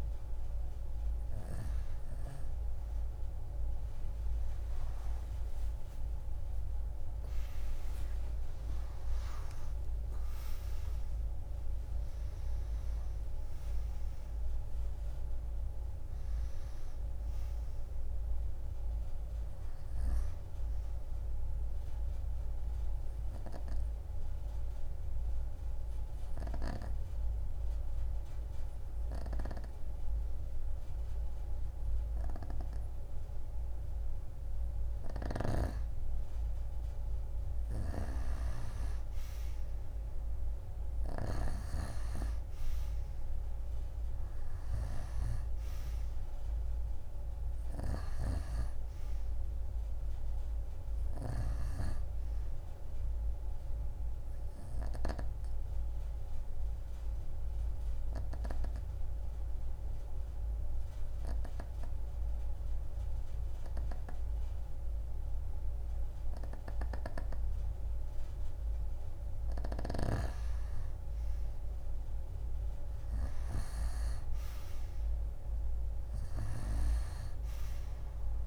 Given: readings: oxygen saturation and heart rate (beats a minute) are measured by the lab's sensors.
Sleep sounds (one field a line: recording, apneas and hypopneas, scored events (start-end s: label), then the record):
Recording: breathing in sleep by a room microphone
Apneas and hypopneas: 2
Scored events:
5.00-10.50 s: arousal
22.50-34.50 s: obstructive apnea (oxygen 94% before, 90% lowest, heart rate 66 before, 33 extreme, up 29 after)
35.00-41.50 s: snoring (device-marked)
37.50-41.00 s: arousal
45.50-56.50 s: oxygen desaturation (device-marked, oxygen 96% before, 91% lowest)
53.00-69.50 s: obstructive apnea (oxygen 96% before, 90% lowest)
72.00-75.00 s: arousal
74.50-78.47 s: oxygen desaturation (device-marked, oxygen 95% before, 90% lowest)
From the record:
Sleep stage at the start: N2 (light sleep)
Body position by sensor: on the right side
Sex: female